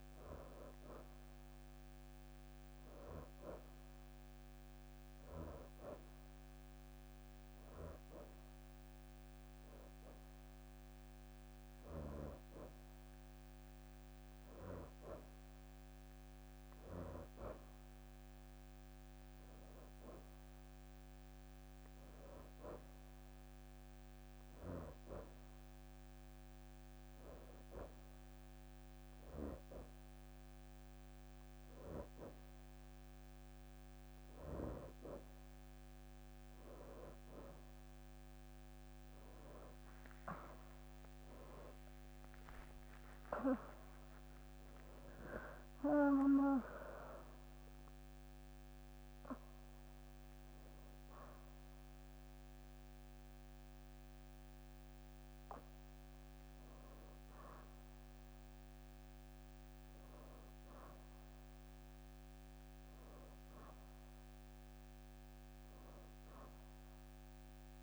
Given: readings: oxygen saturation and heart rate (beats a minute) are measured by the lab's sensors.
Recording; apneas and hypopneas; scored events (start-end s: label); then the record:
breathing in sleep by a microphone on the trachea; 1
21.50-67.83 s: new sleep stage, N1 (lightest sleep)
22.50-32.50 s: hypopnea (oxygen 92% before, 85% lowest, heart rate 60 before, 50 extreme, up 14 after)
26.50-33.00 s: leg movement (device-marked)
35.00-39.00 s: arousal
35.50-37.00 s: leg movement (device-marked)
39.50-67.50 s: oxygen desaturation (device-marked, oxygen 90% before, 85% lowest)
40.50-45.00 s: leg movement (device-marked)
From the record:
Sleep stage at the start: N2 (light sleep); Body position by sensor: on the right side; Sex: female